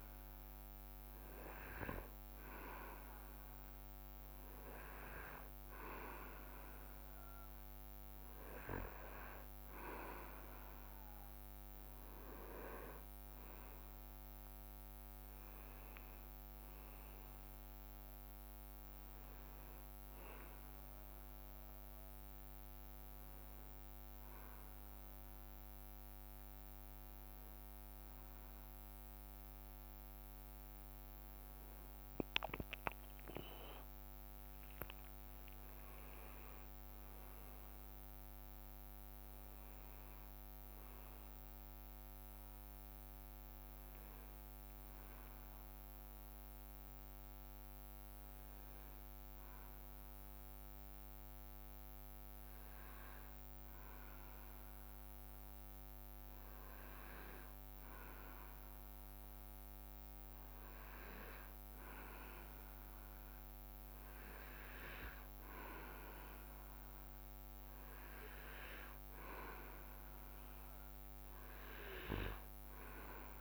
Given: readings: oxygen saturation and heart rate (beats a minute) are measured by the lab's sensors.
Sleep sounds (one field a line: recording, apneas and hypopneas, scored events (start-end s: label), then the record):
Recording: breathing in sleep by a microphone on the trachea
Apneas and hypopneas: 1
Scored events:
13.00-15.00 s: leg movement (device-marked)
31.50-32.50 s: leg movement (device-marked)
33.50-37.50 s: leg movement (device-marked)
36.00-39.50 s: arousal
47.00-59.00 s: hypopnea (oxygen 98% before, 95% lowest, heart rate 61 before, 61 extreme, up 1 after)
62.00-66.00 s: arousal
From the record:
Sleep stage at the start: N2 (light sleep)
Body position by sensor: on the back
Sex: male